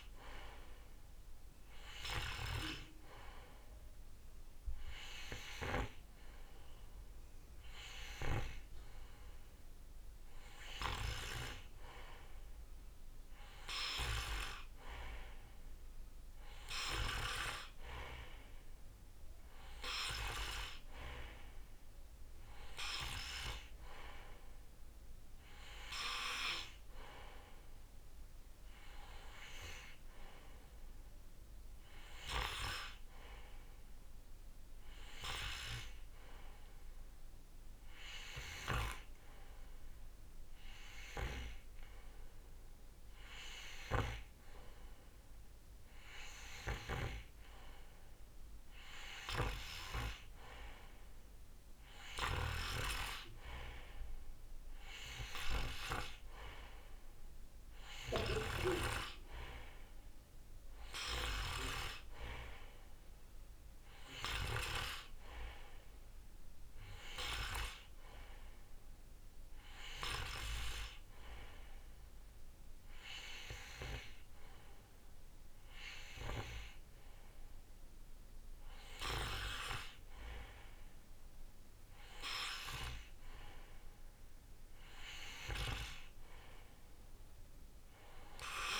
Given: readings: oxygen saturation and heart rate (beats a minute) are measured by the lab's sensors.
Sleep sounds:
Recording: breathing in sleep by a room microphone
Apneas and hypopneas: none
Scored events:
52.00-58.50 s: snoring (device-marked)
From the record:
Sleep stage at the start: N2 (light sleep)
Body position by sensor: on the right side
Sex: male

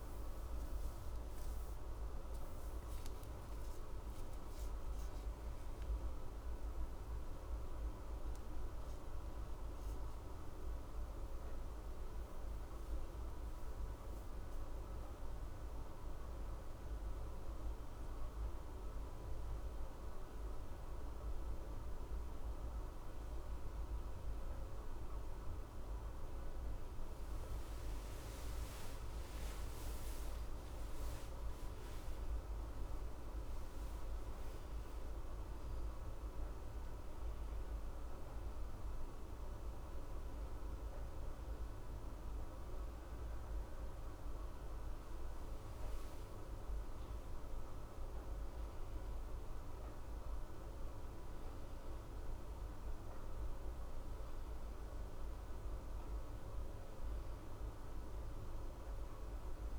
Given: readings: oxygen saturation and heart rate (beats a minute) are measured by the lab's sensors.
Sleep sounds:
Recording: breathing in sleep, hard to hear, by a room microphone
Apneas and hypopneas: none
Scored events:
none scored
From the record:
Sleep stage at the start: N1 (lightest sleep)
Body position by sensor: on the left side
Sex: male

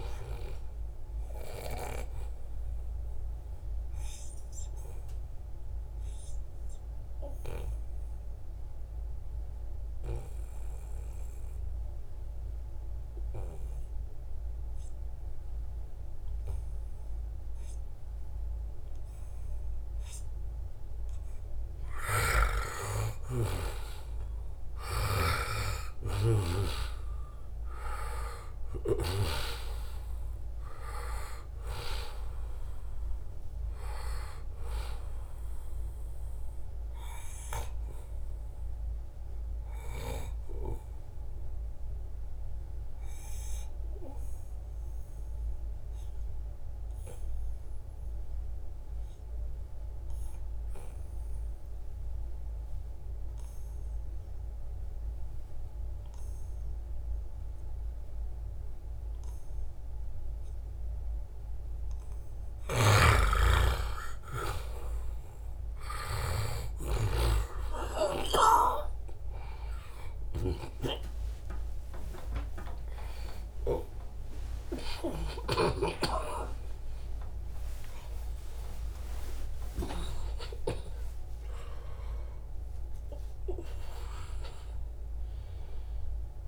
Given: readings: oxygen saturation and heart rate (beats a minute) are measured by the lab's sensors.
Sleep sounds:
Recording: breathing in sleep by a room microphone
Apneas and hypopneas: 2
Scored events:
2.50-20.50 s: obstructive apnea (oxygen 98% before, 89% lowest, heart rate 79 before, 72 extreme, up 0 after)
19.50-45.50 s: oxygen desaturation (device-marked, oxygen 97% before, 89% lowest, heart rate 77 before, 71 extreme)
22.50-27.00 s: arousal
35.00-62.00 s: obstructive apnea (oxygen 97% before, 89% lowest, heart rate 75 before, 71 extreme, up 2 after)
62.50-70.50 s: snoring (device-marked)
63.50-80.50 s: oxygen desaturation (device-marked, oxygen 97% before, 91% lowest, heart rate 74 before, 73 extreme)
75.50-77.50 s: long interval between heartbeats (device-marked, heart rate 74 before, 102 extreme)
76.50-86.48 s: new sleep stage, awake
79.00-81.00 s: long interval between heartbeats (device-marked, heart rate 81 before, 141 extreme)
From the record:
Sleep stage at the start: N2 (light sleep)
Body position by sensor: on the back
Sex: male

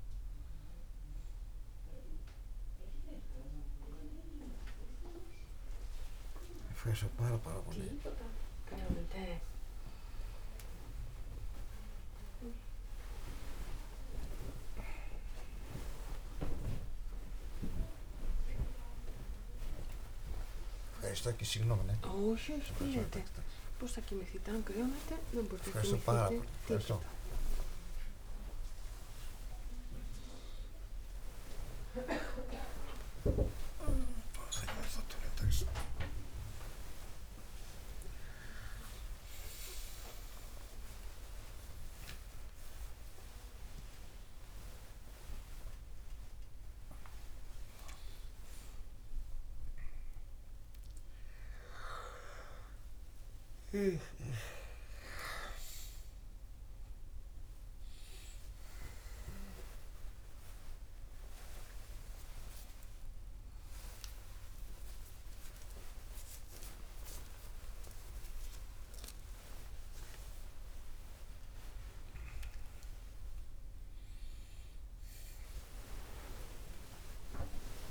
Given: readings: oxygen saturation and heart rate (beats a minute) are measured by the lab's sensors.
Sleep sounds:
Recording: a person awake in a sleep study, by a room microphone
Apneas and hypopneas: none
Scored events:
47.50-55.50 s: oxygen desaturation (device-marked, oxygen 98% before, 94% lowest)
From the record:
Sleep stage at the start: awake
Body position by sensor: on the back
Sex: male

